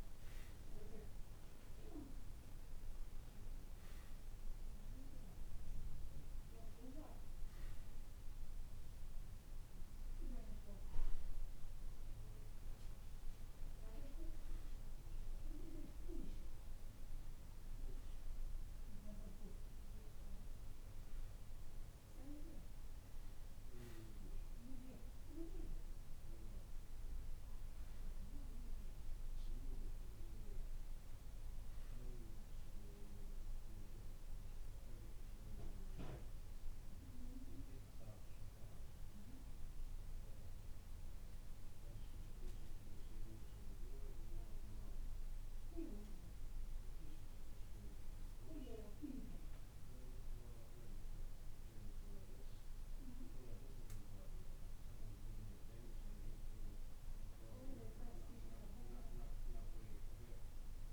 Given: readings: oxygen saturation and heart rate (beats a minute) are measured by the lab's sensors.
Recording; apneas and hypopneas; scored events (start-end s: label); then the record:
a person awake in a sleep study, by a room microphone; none
none scored
From the record:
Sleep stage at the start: awake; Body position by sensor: on the right side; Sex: male